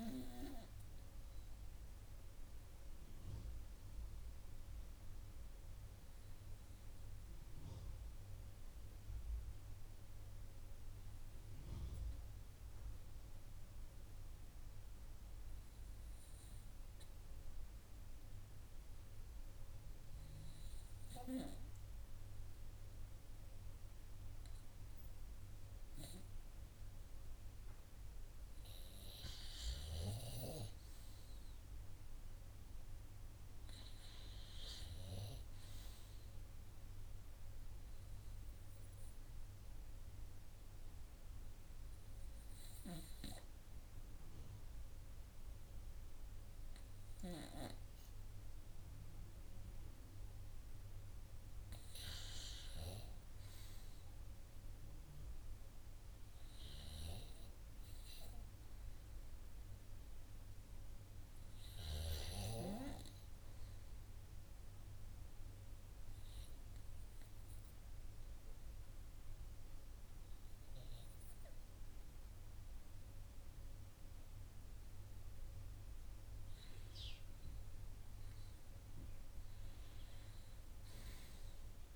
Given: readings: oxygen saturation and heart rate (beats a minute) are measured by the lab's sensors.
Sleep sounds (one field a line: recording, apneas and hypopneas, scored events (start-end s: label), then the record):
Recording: breathing in sleep by a room microphone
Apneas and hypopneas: 3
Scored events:
0.00-12.00 s: oxygen desaturation (device-marked, oxygen 93% lowest, heart rate 50 extreme)
2.50-27.50 s: obstructive apnea (oxygen 98% before, 93% lowest, heart rate 67 before, 50 extreme, up 26 after)
30.00-33.00 s: arousal
36.00-54.00 s: oxygen desaturation (device-marked, oxygen 97% before, 93% lowest, heart rate 70 before, 53 extreme)
38.00-50.50 s: obstructive apnea (oxygen 99% before, 92% lowest, heart rate 70 before, 53 extreme, up 22 after)
53.50-57.00 s: arousal
63.50-76.00 s: obstructive apnea (oxygen 97% before, 92% lowest, heart rate 64 before, 53 extreme, up 6 after)
From the record:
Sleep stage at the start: N2 (light sleep)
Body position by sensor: on the right side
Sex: male